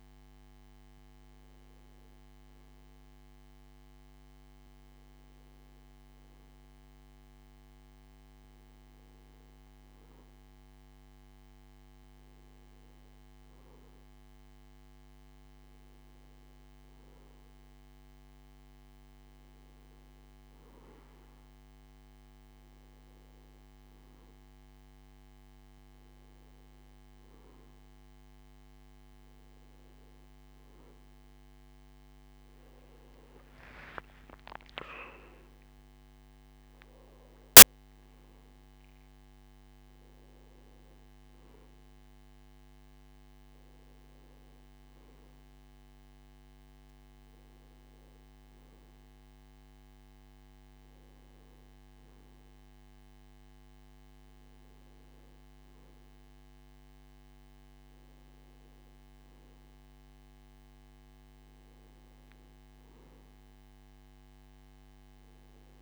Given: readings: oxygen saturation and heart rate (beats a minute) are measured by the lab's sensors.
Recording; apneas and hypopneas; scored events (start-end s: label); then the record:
breathing in sleep, hard to hear, by a microphone on the trachea; none
none scored
From the record:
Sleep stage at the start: N2 (light sleep); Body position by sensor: on the back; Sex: male